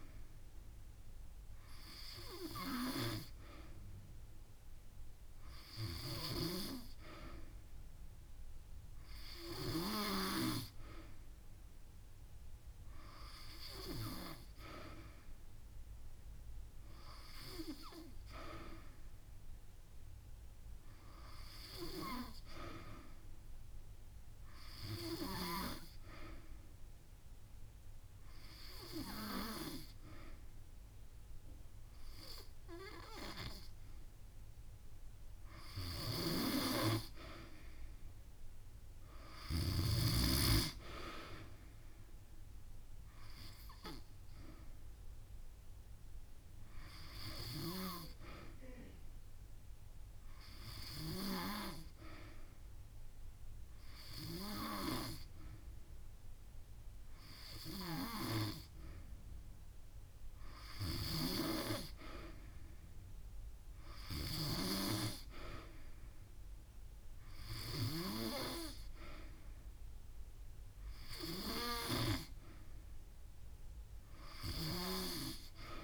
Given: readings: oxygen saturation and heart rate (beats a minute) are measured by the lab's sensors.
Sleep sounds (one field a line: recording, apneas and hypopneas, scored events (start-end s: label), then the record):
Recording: breathing in sleep by a room microphone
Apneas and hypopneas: 1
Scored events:
23.50-35.50 s: hypopnea (oxygen 94% before, 90% lowest)
35.00-37.00 s: long interval between heartbeats (device-marked)
38.50-42.50 s: arousal
47.00-59.00 s: oxygen desaturation (device-marked, oxygen 94% before, 90% lowest)
61.00-75.84 s: new sleep stage, N3 (deep sleep)
From the record:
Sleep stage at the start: N2 (light sleep)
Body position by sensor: on the back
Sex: female